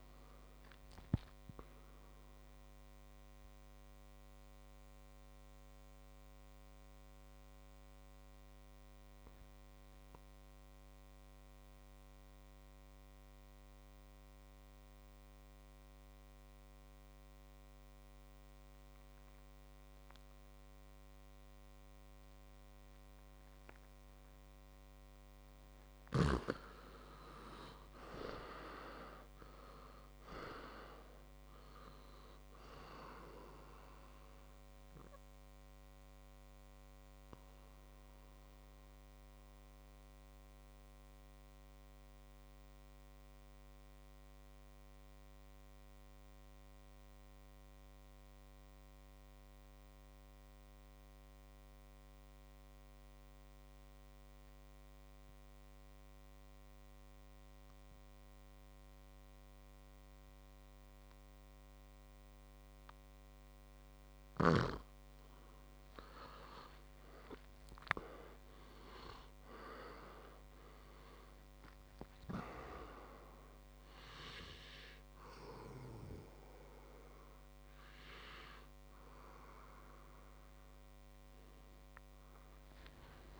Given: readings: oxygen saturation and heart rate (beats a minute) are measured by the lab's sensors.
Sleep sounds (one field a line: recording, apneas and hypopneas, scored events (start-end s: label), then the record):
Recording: breathing in sleep by a microphone on the trachea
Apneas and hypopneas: 2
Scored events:
3.00-25.50 s: mixed apnea (oxygen 99% before, 90% lowest, heart rate 66 before, 52 extreme, up 12 after)
24.00-56.00 s: oxygen desaturation (device-marked, oxygen 99% before, 90% lowest, heart rate 58 before, 54 extreme)
27.00-31.00 s: arousal
35.00-65.00 s: mixed apnea (oxygen 99% before, 90% lowest, heart rate 63 before, 54 extreme, up 16 after)
66.50-71.00 s: arousal
69.00-83.40 s: oxygen desaturation (device-marked, oxygen 100% before, 90% lowest, heart rate 61 before, 61 extreme)
From the record:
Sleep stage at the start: N2 (light sleep)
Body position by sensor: on the back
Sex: male